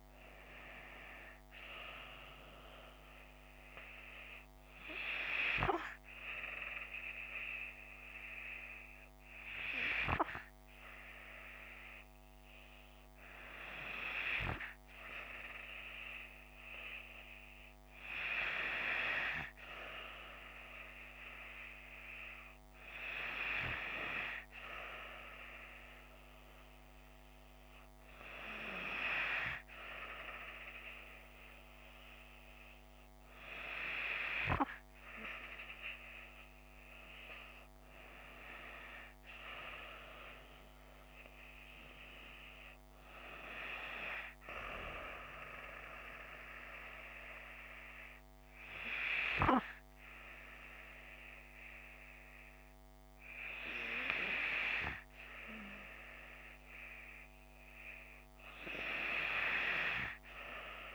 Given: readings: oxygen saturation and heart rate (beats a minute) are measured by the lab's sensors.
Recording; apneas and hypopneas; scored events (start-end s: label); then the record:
breathing in sleep by a microphone on the trachea; 1
0.00-3.00 s: arousal
6.00-17.00 s: hypopnea (oxygen 97% before, 95% lowest)
21.00-25.00 s: arousal
From the record:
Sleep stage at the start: N2 (light sleep); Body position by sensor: on the left side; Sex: female